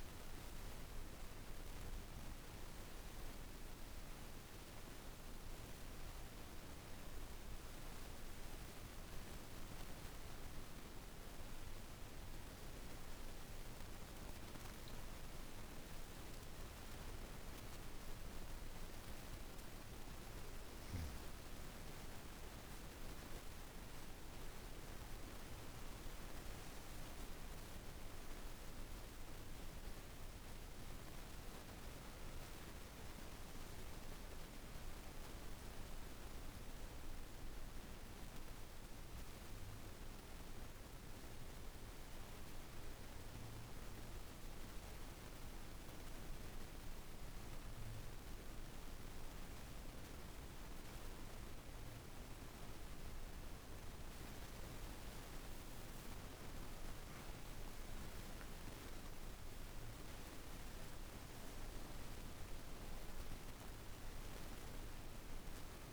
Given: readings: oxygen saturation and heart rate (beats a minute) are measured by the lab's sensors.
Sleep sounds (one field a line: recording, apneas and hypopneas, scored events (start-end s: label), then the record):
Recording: breathing in sleep, hard to hear, by a room microphone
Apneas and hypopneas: 2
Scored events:
4.50-15.00 s: obstructive apnea (oxygen 97% before, 90% lowest, heart rate 53 before, 50 extreme, up 3 after)
18.00-22.00 s: arousal
21.50-42.50 s: oxygen desaturation (device-marked, oxygen 98% before, 91% lowest, heart rate 53 before, 49 extreme)
41.00-56.00 s: obstructive apnea (oxygen 98% before, 89% lowest, heart rate 54 before, 49 extreme, up 6 after)
58.50-62.50 s: arousal
62.50-65.93 s: oxygen desaturation (device-marked, oxygen 97% before, 90% lowest, heart rate 52 before, 51 extreme)
From the record:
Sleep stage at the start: N2 (light sleep)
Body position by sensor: on the back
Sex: female